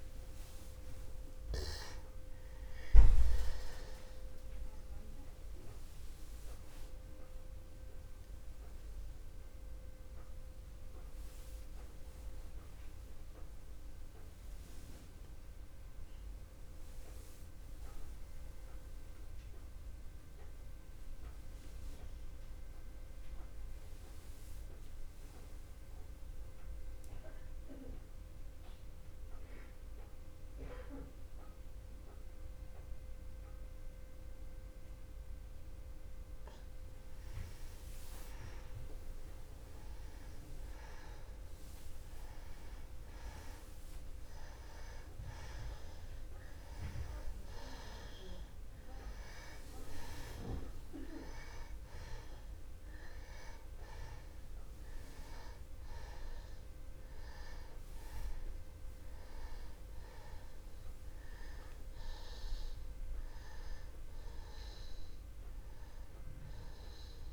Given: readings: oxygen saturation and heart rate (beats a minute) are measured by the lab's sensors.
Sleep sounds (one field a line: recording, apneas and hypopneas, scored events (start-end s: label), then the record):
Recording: breathing in sleep by a room microphone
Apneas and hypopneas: 1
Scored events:
0.00-38.00 s: oxygen desaturation (device-marked, oxygen 81% lowest, heart rate 60 extreme)
7.50-37.50 s: obstructive apnea (oxygen 98% before, 81% lowest, heart rate 60 before, 60 extreme, up 0 after)
39.00-42.50 s: arousal
54.00-67.33 s: oxygen desaturation (device-marked, oxygen 97% before, 87% lowest, heart rate 60 before, 60 extreme)
62.50-67.00 s: arousal
From the record:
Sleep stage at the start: N2 (light sleep)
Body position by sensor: on the back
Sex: male